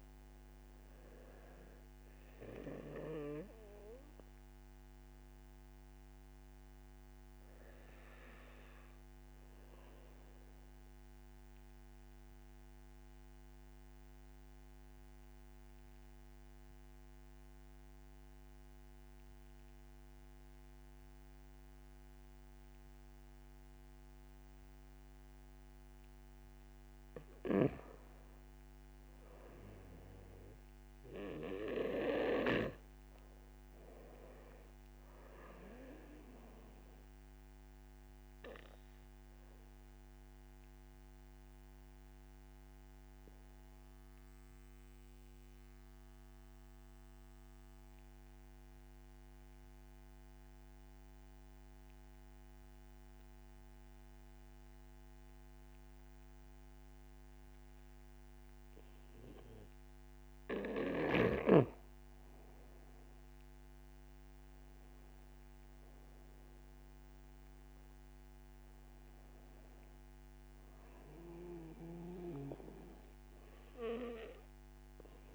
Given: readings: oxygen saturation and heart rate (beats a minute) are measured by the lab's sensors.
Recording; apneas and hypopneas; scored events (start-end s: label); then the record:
breathing in sleep by a microphone on the trachea; 2
0.00-16.00 s: oxygen desaturation (device-marked, oxygen 89% lowest, heart rate 36 extreme)
4.00-25.00 s: obstructive apnea (oxygen 97% before, 88% lowest, heart rate 60 before, 60 extreme, up 1 after)
27.50-31.00 s: arousal
33.00-52.00 s: oxygen desaturation (device-marked, oxygen 96% before, 90% lowest)
38.50-58.50 s: obstructive apnea (oxygen 96% before, 88% lowest)
63.00-66.50 s: arousal
65.00-75.35 s: oxygen desaturation (device-marked, oxygen 95% before, 88% lowest)
From the record:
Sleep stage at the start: N2 (light sleep); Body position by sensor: on the back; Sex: male